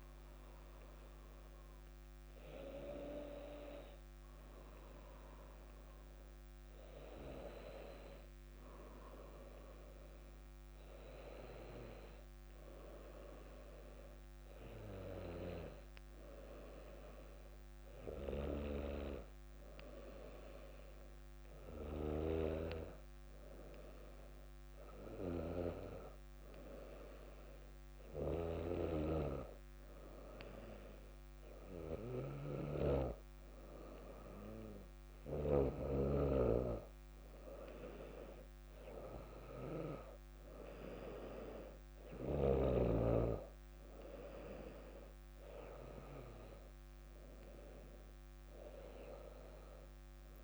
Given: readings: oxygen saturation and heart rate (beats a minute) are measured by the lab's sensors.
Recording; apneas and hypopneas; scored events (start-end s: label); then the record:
breathing in sleep by a microphone on the trachea; none
none scored
From the record:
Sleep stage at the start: N2 (light sleep); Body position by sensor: on the back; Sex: female